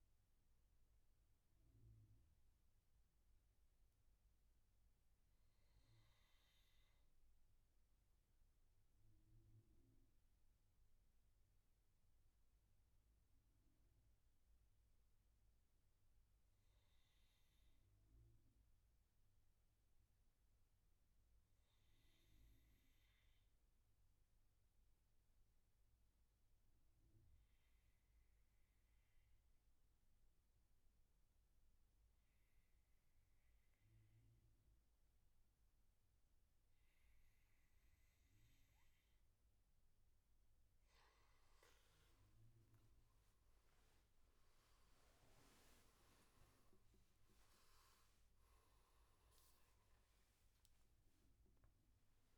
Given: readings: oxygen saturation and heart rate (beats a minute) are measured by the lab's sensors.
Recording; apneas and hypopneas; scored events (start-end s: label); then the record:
breathing in sleep, hard to hear, by a room microphone; 1
0.00-2.00 s: oxygen desaturation (device-marked, oxygen 88% lowest, heart rate 62 extreme)
1.00-38.00 s: obstructive apnea (oxygen 98% before, 89% lowest, heart rate 82 before, 60 extreme, up 11 after)
31.00-52.38 s: oxygen desaturation (device-marked, oxygen 99% before, 89% lowest, heart rate 70 before, 60 extreme)
41.00-45.00 s: arousal
From the record:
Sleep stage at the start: N2 (light sleep); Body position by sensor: on the back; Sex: male